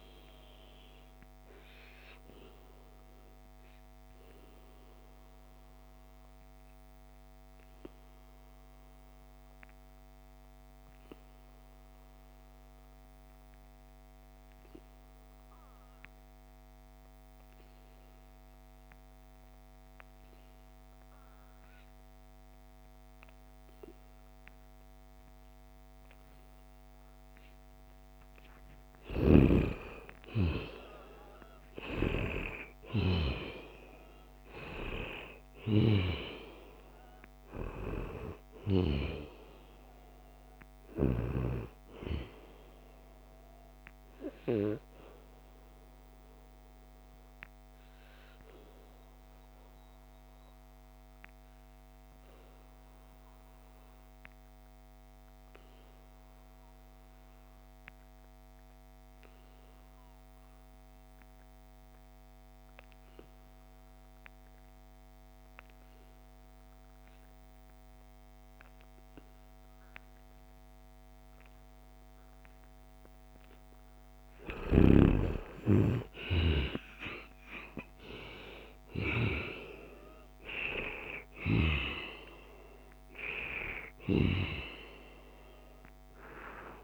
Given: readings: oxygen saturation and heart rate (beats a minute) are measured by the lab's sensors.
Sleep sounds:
breathing in sleep by a microphone on the trachea; 2
0.00-6.50 s: oxygen desaturation (device-marked, oxygen 88% lowest, heart rate 71 extreme)
1.00-28.50 s: obstructive apnea (oxygen 97% before, 88% lowest, heart rate 79 before, 71 extreme, up 3 after)
26.50-53.50 s: oxygen desaturation (device-marked, oxygen 97% before, 90% lowest, heart rate 73 before, 71 extreme)
30.00-34.50 s: arousal
46.50-73.50 s: obstructive apnea (oxygen 97% before, 89% lowest, heart rate 76 before, 71 extreme, up 5 after)
73.50-86.84 s: oxygen desaturation (device-marked, oxygen 97% before, 89% lowest, heart rate 71 before, 71 extreme)
74.50-78.00 s: arousal
From the record:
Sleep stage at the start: N2 (light sleep); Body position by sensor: on the back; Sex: male

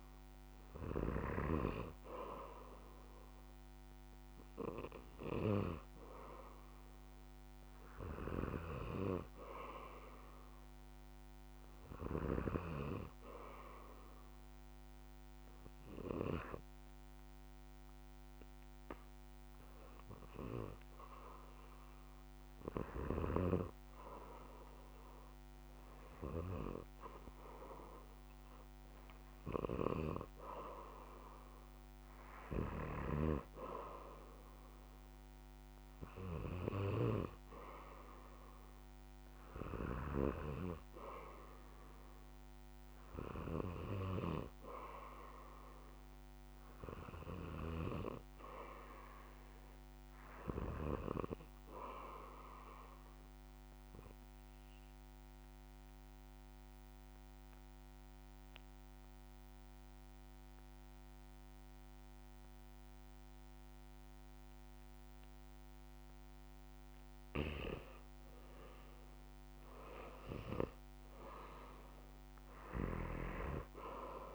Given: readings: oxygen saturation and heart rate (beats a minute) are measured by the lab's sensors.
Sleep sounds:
breathing in sleep by a microphone on the trachea; 2
0.00-3.00 s: arousal
6.00-14.00 s: oxygen desaturation (device-marked, oxygen 95% before, 92% lowest, heart rate 62 before, 61 extreme)
15.00-26.00 s: hypopnea (oxygen 96% before, 91% lowest, heart rate 63 before, 64 extreme, up 6 after)
28.00-31.00 s: arousal
53.50-67.00 s: obstructive apnea (oxygen 95% before, 91% lowest, heart rate 67 before, 59 extreme, up 11 after)
68.50-71.50 s: arousal
72.00-74.35 s: oxygen desaturation (device-marked, oxygen 95% before, 91% lowest, heart rate 64 before, 58 extreme)
From the record:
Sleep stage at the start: N2 (light sleep); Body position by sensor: on the back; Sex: male

